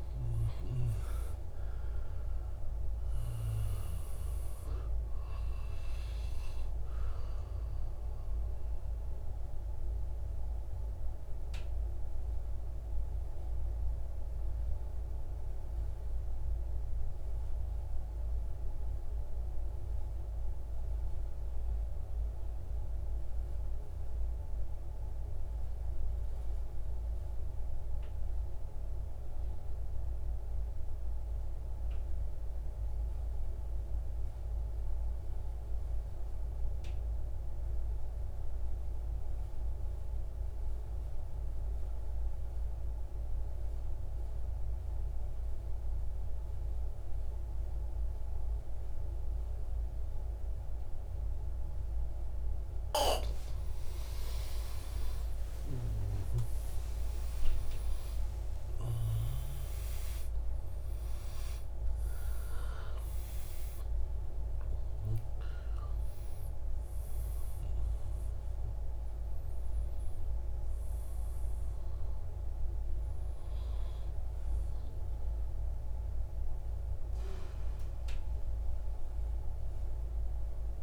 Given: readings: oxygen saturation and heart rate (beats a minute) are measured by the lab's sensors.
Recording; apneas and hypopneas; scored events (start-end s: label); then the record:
breathing in sleep, hard to hear, by a room microphone; 1
0.00-21.00 s: oxygen desaturation (device-marked, oxygen 88% lowest, heart rate 29 extreme)
8.50-52.50 s: mixed apnea (oxygen 96% before, 86% lowest, heart rate 83 before, 25 extreme)
41.00-79.00 s: oxygen desaturation (device-marked, oxygen 98% before, 86% lowest)
53.00-58.00 s: arousal
From the record:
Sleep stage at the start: N2 (light sleep); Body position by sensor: on the right side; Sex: male